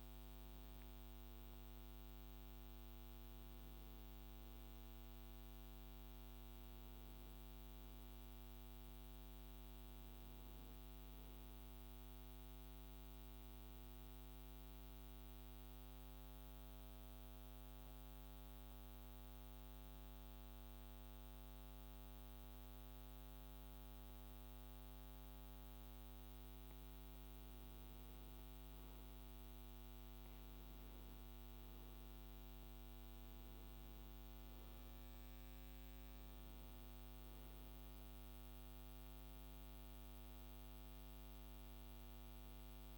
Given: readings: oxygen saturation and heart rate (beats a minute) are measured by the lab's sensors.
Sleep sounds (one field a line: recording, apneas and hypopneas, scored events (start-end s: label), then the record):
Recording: a person partly awake in a sleep study, hard to hear, by a microphone on the trachea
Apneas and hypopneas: 1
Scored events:
8.50-42.98 s: new sleep stage, N1 (lightest sleep)
15.00-27.00 s: hypopnea (oxygen 97% before, 95% lowest, heart rate 68 before, 64 extreme, up 11 after)
28.50-32.50 s: arousal
From the record:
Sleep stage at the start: awake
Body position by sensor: on the right side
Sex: male